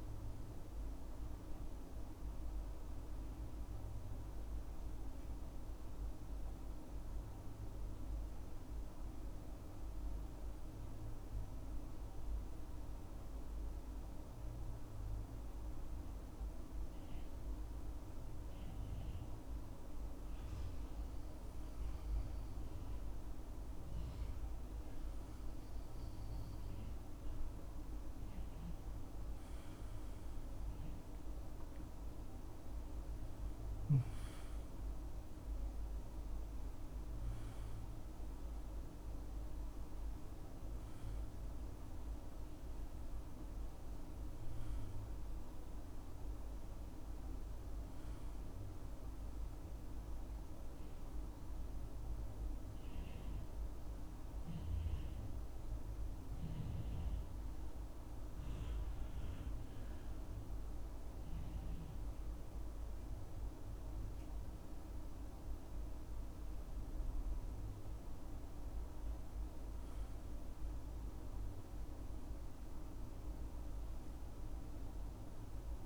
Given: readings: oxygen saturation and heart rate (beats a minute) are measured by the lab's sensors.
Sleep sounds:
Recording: breathing in sleep, hard to hear, by a room microphone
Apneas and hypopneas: 2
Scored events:
0.00-8.00 s: oxygen desaturation (device-marked, oxygen 92% lowest, heart rate 64 extreme)
4.00-27.00 s: obstructive apnea (oxygen 98% before, 89% lowest, heart rate 66 before, 64 extreme, up 13 after)
25.00-46.00 s: oxygen desaturation (device-marked, oxygen 97% before, 89% lowest, heart rate 65 before, 66 extreme)
29.00-33.00 s: arousal
52.50-67.50 s: mixed apnea (oxygen 96% before, 91% lowest, heart rate 76 before, 66 extreme, up 6 after)
69.50-73.00 s: arousal
From the record:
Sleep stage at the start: N2 (light sleep)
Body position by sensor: on the back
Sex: male

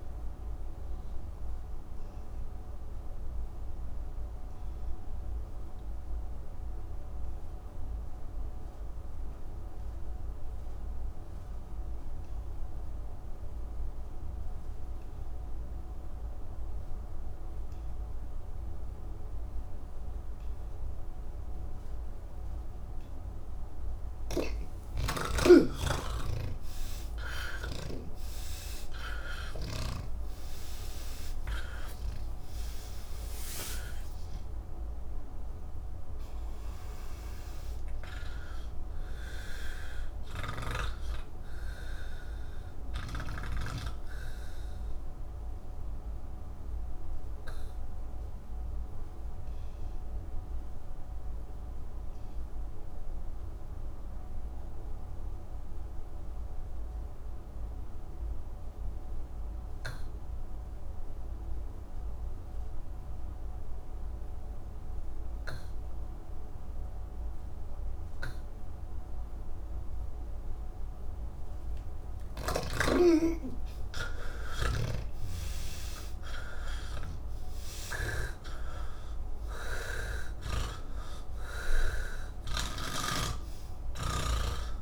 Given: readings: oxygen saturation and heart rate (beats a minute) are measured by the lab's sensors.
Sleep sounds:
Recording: breathing in sleep by a room microphone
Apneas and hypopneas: 2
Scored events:
0.00-9.00 s: oxygen desaturation (device-marked, oxygen 78% lowest, heart rate 59 extreme)
5.00-24.50 s: obstructive apnea (oxygen 92% before, 78% lowest, heart rate 128 before, 89 extreme, up 46 after)
15.00-53.00 s: oxygen desaturation (device-marked, oxygen 99% before, 78% lowest, heart rate 138 before, 89 extreme)
24.00-28.00 s: snoring (device-marked)
45.00-84.82 s: new sleep stage, N2 (light sleep)
46.00-71.00 s: obstructive apnea (oxygen 97% before, 78% lowest, heart rate 123 before, 71 extreme, up 53 after)
68.00-84.82 s: oxygen desaturation (device-marked, oxygen 99% before, 79% lowest, heart rate 142 before, 67 extreme)
74.50-83.00 s: snoring (device-marked)
From the record:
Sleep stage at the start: N1 (lightest sleep)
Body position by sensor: on the back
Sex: male

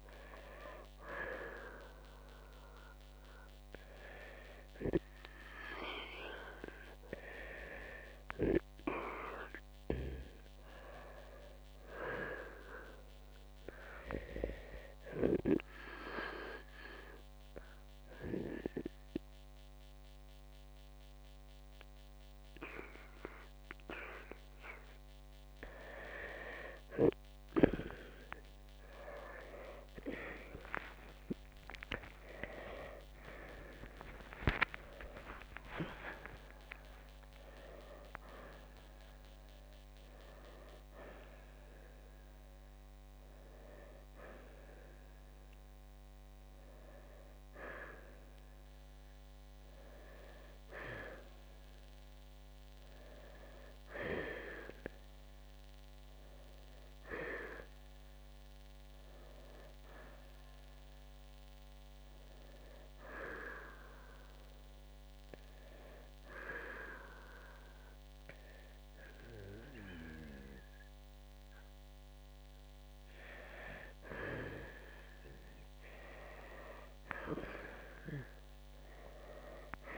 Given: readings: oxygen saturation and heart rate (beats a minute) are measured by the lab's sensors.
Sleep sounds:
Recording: breathing in sleep by a microphone on the trachea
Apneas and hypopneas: 2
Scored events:
2.50-7.00 s: arousal
14.00-25.00 s: hypopnea (oxygen 90% before, 87% lowest, heart rate 64 before, 56 extreme, up 6 after)
33.00-39.50 s: arousal
54.00-65.00 s: oxygen desaturation (device-marked, oxygen 90% before, 87% lowest, heart rate 75 before, 60 extreme)
63.00-75.00 s: hypopnea (oxygen 90% before, 86% lowest, heart rate 67 before, 59 extreme, up 5 after)
78.00-79.98 s: arousal
From the record:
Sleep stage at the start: N2 (light sleep)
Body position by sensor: on the right side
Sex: male

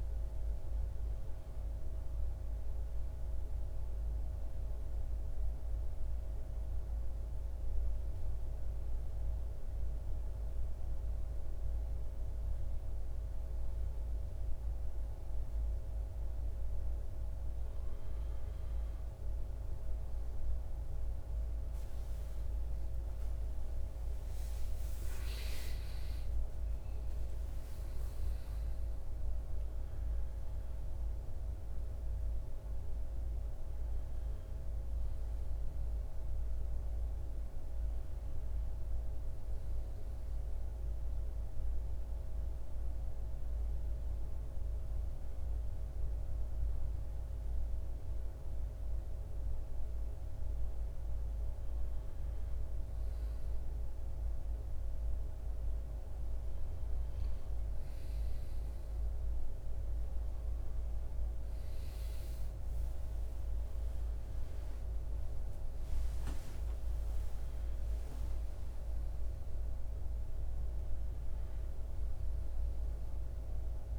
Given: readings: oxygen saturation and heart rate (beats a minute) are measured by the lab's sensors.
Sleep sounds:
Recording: breathing in sleep, hard to hear, by a room microphone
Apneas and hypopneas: 2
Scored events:
0.00-9.00 s: oxygen desaturation (device-marked, oxygen 91% lowest, heart rate 52 extreme)
2.50-16.00 s: central apnea (oxygen 96% before, 91% lowest, heart rate 64 before, 52 extreme, up 7 after)
20.50-25.00 s: arousal
23.00-42.00 s: oxygen desaturation (device-marked, oxygen 98% before, 91% lowest, heart rate 53 before, 53 extreme)
39.50-50.50 s: central apnea (oxygen 98% before, 90% lowest, heart rate 62 before, 53 extreme, up 2 after)
54.50-59.50 s: arousal
62.00-73.99 s: oxygen desaturation (device-marked, oxygen 97% before, 93% lowest, heart rate 54 before, 54 extreme)
From the record:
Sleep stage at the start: N2 (light sleep)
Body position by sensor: on the back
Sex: male

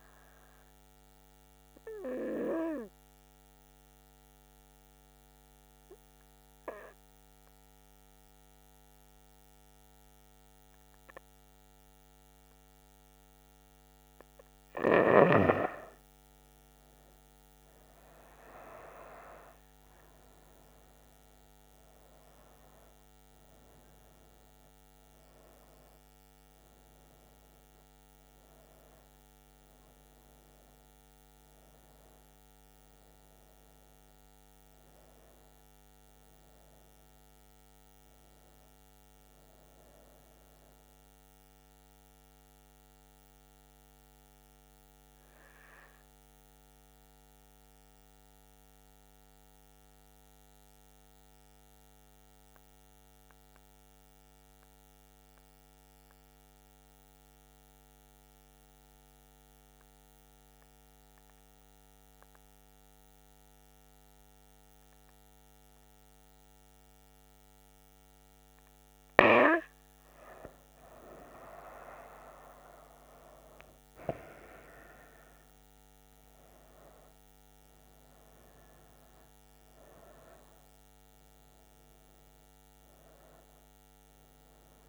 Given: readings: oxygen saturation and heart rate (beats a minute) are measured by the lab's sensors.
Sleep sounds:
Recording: breathing in sleep by a microphone on the trachea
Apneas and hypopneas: 2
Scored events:
3.00-15.00 s: obstructive apnea (oxygen 97% before, 93% lowest, heart rate 70 before, 65 extreme, up 13 after)
17.00-21.00 s: arousal
18.50-42.50 s: oxygen desaturation (device-marked, oxygen 96% before, 93% lowest, heart rate 67 before, 64 extreme)
46.50-69.50 s: mixed apnea (oxygen 98% before, 92% lowest, heart rate 74 before, 65 extreme, up 7 after)
64.50-84.89 s: oxygen desaturation (device-marked, oxygen 98% before, 92% lowest, heart rate 66 before, 66 extreme)
71.50-75.50 s: arousal
From the record:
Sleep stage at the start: N2 (light sleep)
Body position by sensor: on the back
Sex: female

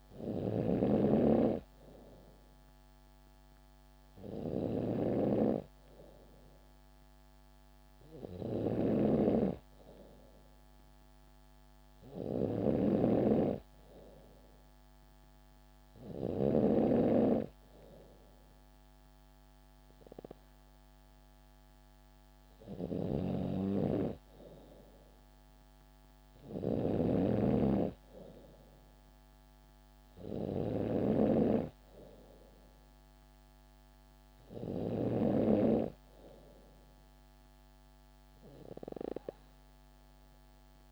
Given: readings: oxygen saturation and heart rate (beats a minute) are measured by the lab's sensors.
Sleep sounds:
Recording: breathing in sleep by a microphone on the trachea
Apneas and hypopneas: none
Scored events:
0.00-16.00 s: snoring (device-marked)
23.00-34.50 s: snoring (device-marked)
From the record:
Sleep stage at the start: N3 (deep sleep)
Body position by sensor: on the back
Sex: female

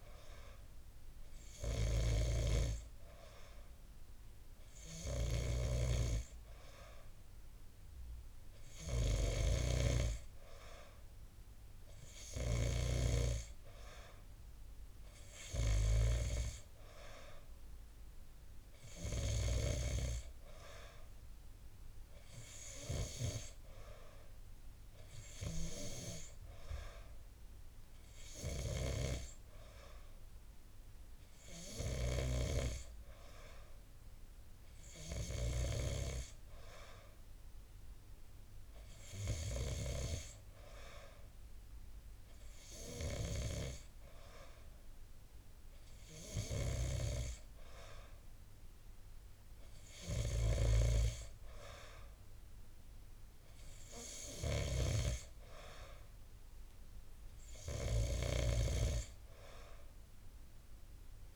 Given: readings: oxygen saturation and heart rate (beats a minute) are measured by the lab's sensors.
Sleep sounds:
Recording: breathing in sleep by a room microphone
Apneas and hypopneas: none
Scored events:
none scored
From the record:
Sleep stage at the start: N2 (light sleep)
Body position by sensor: on the back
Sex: male

